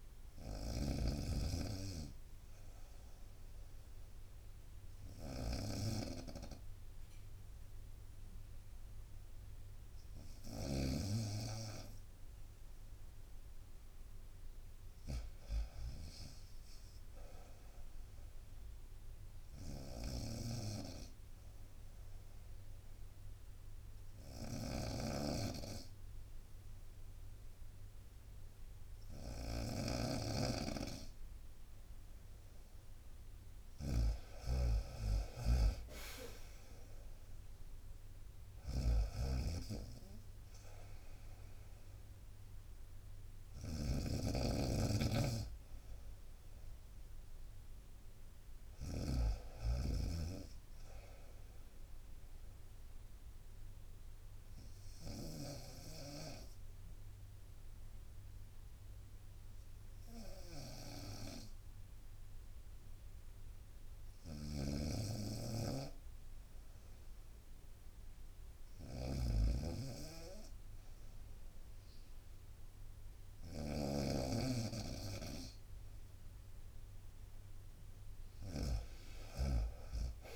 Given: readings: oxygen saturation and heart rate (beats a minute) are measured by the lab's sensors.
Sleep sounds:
breathing in sleep by a room microphone; 3
0.00-1.00 s: snoring (device-marked)
2.50-12.50 s: obstructive apnea (oxygen 89% before, 87% lowest, heart rate 73 before, 64 extreme, up 0 after)
14.50-18.00 s: arousal
15.00-27.00 s: drop in pulse transit time (device-marked, heart rate 69 before, 64 extreme)
20.00-32.00 s: obstructive apnea (oxygen 94% before, 87% lowest, heart rate 67 before, 65 extreme, up 6 after)
24.50-49.00 s: snoring (device-marked)
27.00-39.00 s: oxygen desaturation (device-marked, oxygen 92% before, 88% lowest, heart rate 66 before, 63 extreme)
36.50-41.00 s: arousal
53.50-66.50 s: mixed apnea (oxygen 92% before, 87% lowest, heart rate 68 before, 60 extreme, up 0 after)
64.00-80.36 s: snoring (device-marked)
70.00-73.50 s: arousal
From the record:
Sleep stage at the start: N2 (light sleep); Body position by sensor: on the right side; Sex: female

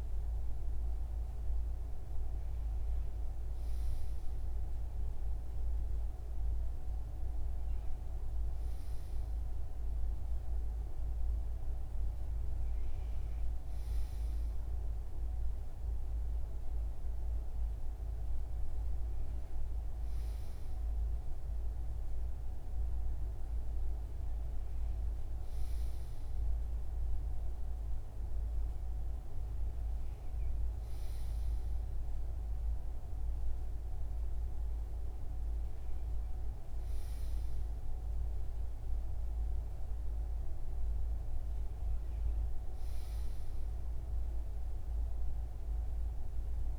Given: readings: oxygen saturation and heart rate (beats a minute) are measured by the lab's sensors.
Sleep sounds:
breathing in sleep, hard to hear, by a room microphone; none
none scored
From the record:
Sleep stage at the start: N2 (light sleep); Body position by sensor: on the right side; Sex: male

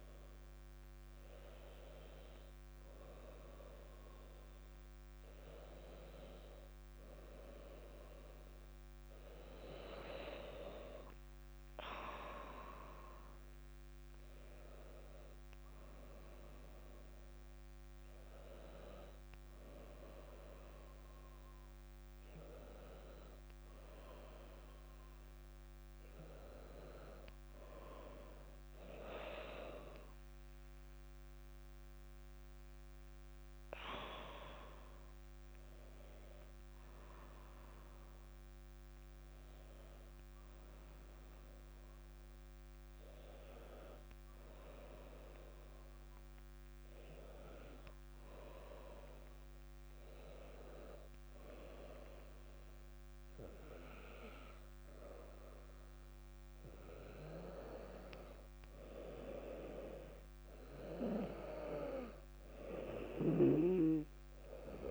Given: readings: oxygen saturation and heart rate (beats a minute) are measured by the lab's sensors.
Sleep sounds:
breathing in sleep by a microphone on the trachea; 1
31.50-36.00 s: arousal
45.00-55.50 s: hypopnea (oxygen 98% before, 95% lowest, heart rate 64 before, 59 extreme, up 2 after)
56.50-61.00 s: arousal
From the record:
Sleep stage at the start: N2 (light sleep); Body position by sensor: on the back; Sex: female

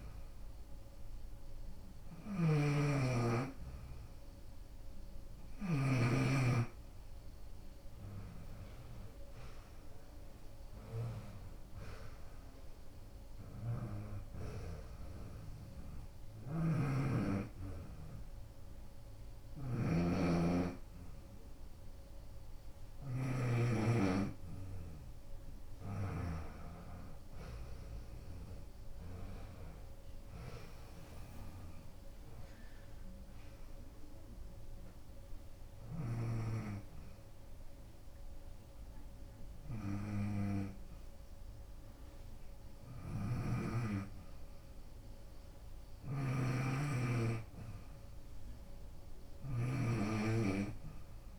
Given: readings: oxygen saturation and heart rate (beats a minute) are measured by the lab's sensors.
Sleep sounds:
breathing in sleep by a room microphone; none
0.00-6.00 s: oxygen desaturation (device-marked, oxygen 89% lowest, heart rate 76 extreme)
13.00-27.00 s: oxygen desaturation (device-marked, oxygen 94% before, 89% lowest, heart rate 81 before, 73 extreme)
28.50-33.00 s: arousal
32.00-42.00 s: oxygen desaturation (device-marked, oxygen 94% before, 90% lowest, heart rate 84 before, 73 extreme)
From the record:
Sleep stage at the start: N2 (light sleep); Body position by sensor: on the back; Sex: female

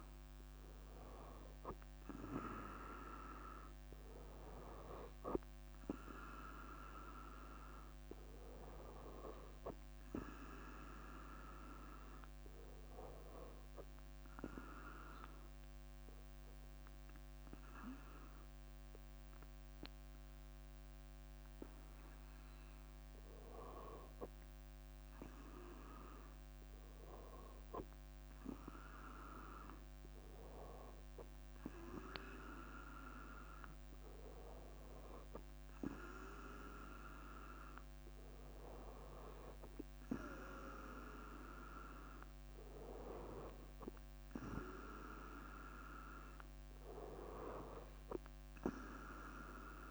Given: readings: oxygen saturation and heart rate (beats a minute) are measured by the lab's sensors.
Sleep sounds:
breathing in sleep by a microphone on the trachea; 1
1.50-5.50 s: leg movement (device-marked)
9.00-11.50 s: leg movement (device-marked)
11.50-22.50 s: obstructive apnea (oxygen 97% before, 95% lowest, heart rate 69 before, 65 extreme, up 4 after)
14.50-22.50 s: leg movement (device-marked)
26.50-30.50 s: arousal
27.00-33.00 s: leg movement (device-marked)
From the record:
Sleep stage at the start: REM sleep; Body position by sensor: on the right side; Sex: female

